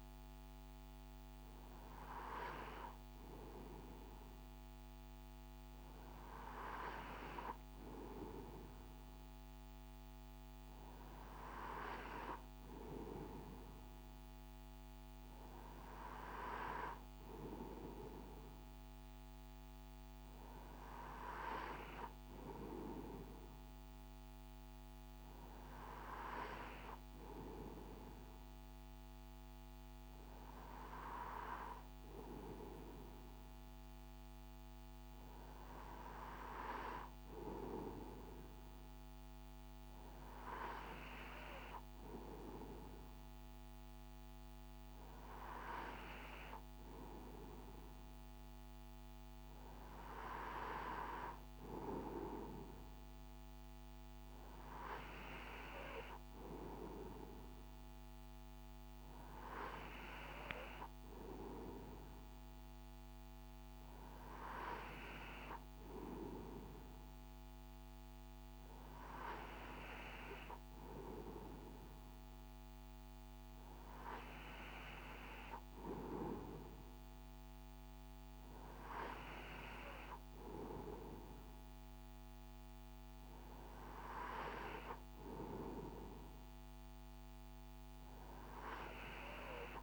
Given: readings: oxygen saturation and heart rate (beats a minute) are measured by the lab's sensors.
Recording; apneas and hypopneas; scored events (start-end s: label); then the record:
breathing in sleep by a microphone on the trachea; none
none scored
From the record:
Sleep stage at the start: N2 (light sleep); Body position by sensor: on the right side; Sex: male